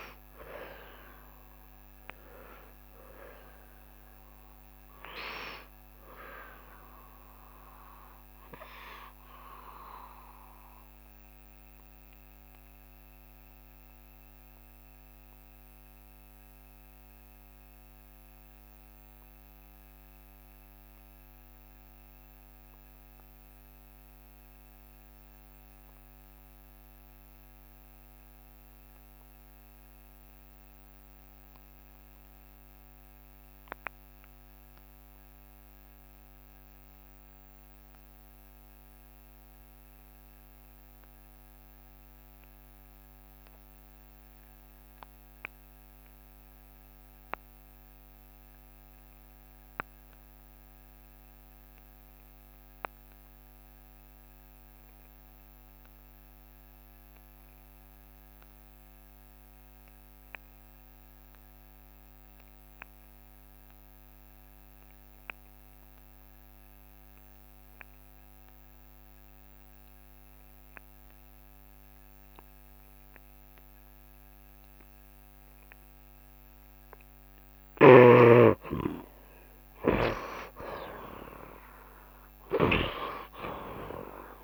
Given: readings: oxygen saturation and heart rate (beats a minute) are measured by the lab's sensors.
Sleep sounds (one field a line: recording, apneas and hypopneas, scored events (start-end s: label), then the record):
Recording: breathing in sleep by a microphone on the trachea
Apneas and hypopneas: 1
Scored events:
0.00-1.00 s: long interval between heartbeats (device-marked, heart rate 82 extreme)
0.00-2.00 s: arousal
0.00-18.50 s: oxygen desaturation (device-marked, oxygen 74% lowest, heart rate 69 extreme)
8.00-76.00 s: obstructive apnea (oxygen 94% before, 69% lowest, heart rate 76 before, 69 extreme, up 1 after)
24.50-84.43 s: oxygen desaturation (device-marked, oxygen 94% before, 69% lowest, heart rate 71 before, 69 extreme)
77.50-84.43 s: snoring (device-marked)
78.00-82.50 s: arousal
From the record:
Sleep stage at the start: N2 (light sleep)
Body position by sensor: on the right side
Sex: male